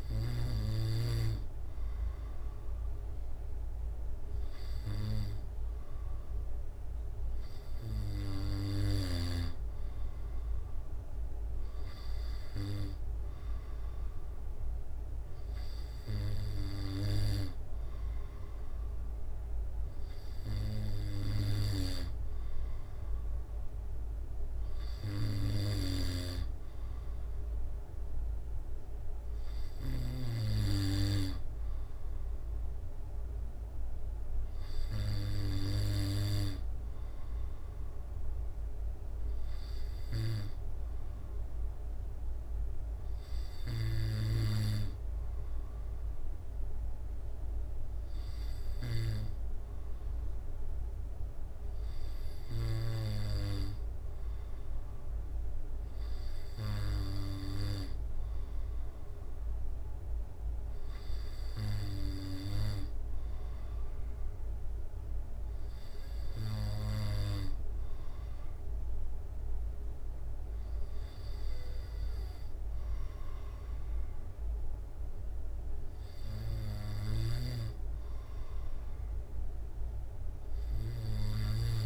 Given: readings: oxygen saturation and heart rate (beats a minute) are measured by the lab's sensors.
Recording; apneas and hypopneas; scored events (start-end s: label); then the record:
breathing in sleep by a room microphone; none
none scored
From the record:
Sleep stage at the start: N2 (light sleep); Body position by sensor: on the back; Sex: male